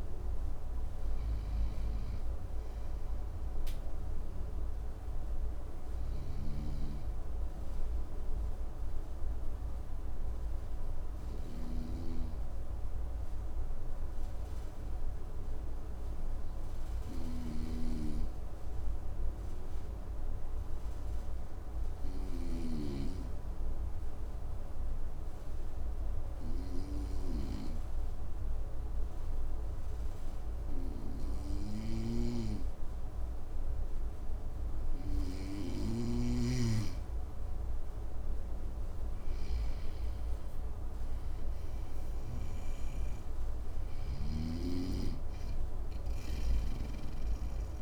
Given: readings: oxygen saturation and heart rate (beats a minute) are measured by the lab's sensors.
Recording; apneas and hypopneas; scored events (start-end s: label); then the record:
breathing in sleep by a room microphone; 1
5.50-22.00 s: snoring (device-marked)
6.00-33.50 s: obstructive apnea (oxygen 97% before, 94% lowest, heart rate 65 before, 54 extreme, up 4 after)
34.50-47.82 s: oxygen desaturation (device-marked, oxygen 99% before, 94% lowest, heart rate 56 before, 54 extreme)
37.50-41.50 s: arousal
From the record:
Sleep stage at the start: N2 (light sleep); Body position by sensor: on the front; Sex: male